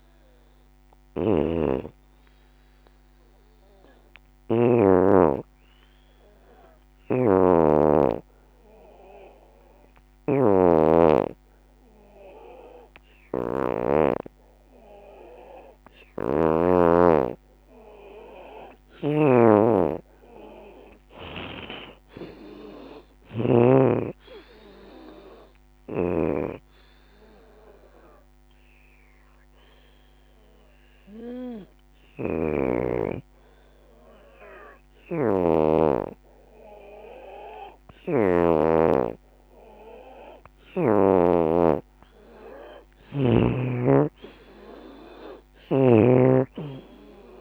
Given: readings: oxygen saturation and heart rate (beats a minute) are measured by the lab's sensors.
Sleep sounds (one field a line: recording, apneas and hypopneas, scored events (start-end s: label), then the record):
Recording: breathing in sleep by a microphone on the trachea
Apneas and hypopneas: 2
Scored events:
0.00-9.50 s: oxygen desaturation (device-marked, oxygen 83% lowest, heart rate 66 extreme)
7.00-9.00 s: long interval between heartbeats (device-marked, heart rate 80 before, 76 extreme)
7.50-19.00 s: obstructive apnea (oxygen 89% before, 83% lowest, heart rate 80 before, 65 extreme, up 13 after)
15.50-37.50 s: oxygen desaturation (device-marked, oxygen 93% before, 84% lowest, heart rate 79 before, 65 extreme)
20.50-24.00 s: arousal
20.50-29.50 s: drop in pulse transit time (device-marked, heart rate 77 before, 79 extreme)
27.00-40.50 s: obstructive apnea (oxygen 93% before, 83% lowest, heart rate 80 before, 65 extreme, up 24 after)
40.50-47.41 s: drop in pulse transit time (device-marked, heart rate 76 before, 77 extreme)
42.00-44.50 s: arousal
43.50-47.41 s: oxygen desaturation (device-marked, oxygen 92% before, 85% lowest, heart rate 76 before, 65 extreme)
From the record:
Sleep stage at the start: N2 (light sleep)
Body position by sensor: on the back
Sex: female